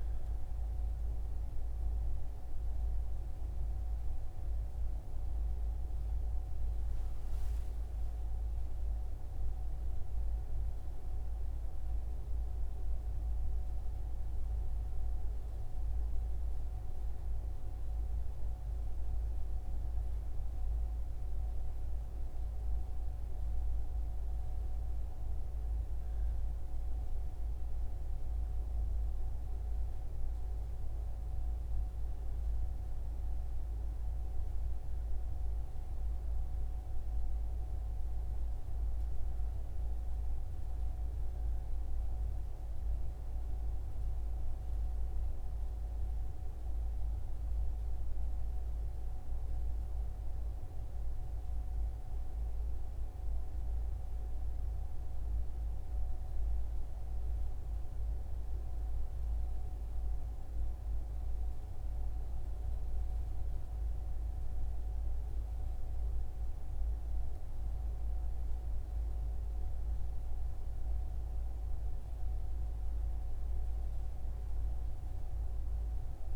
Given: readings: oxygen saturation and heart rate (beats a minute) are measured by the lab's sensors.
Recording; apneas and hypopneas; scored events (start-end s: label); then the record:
breathing in sleep, hard to hear, by a room microphone; none
none scored
From the record:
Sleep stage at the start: N1 (lightest sleep); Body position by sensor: on the right side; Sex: male